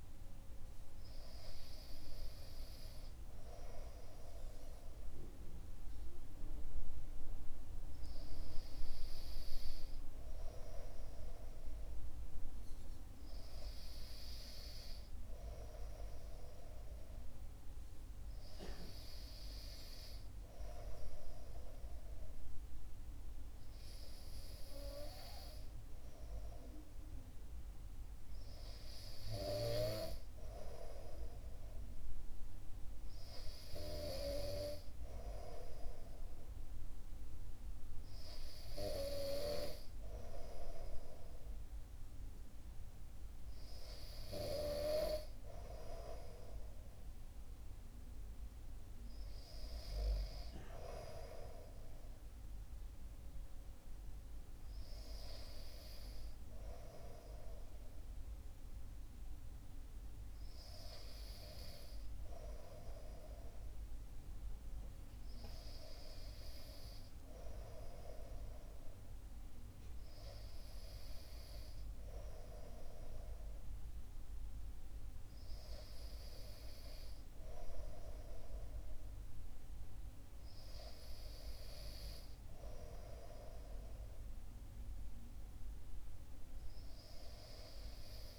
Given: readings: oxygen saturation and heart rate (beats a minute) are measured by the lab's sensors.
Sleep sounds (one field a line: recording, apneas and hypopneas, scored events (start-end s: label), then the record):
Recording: breathing in sleep by a room microphone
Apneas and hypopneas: none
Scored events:
none scored
From the record:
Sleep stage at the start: N2 (light sleep)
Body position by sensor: on the back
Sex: male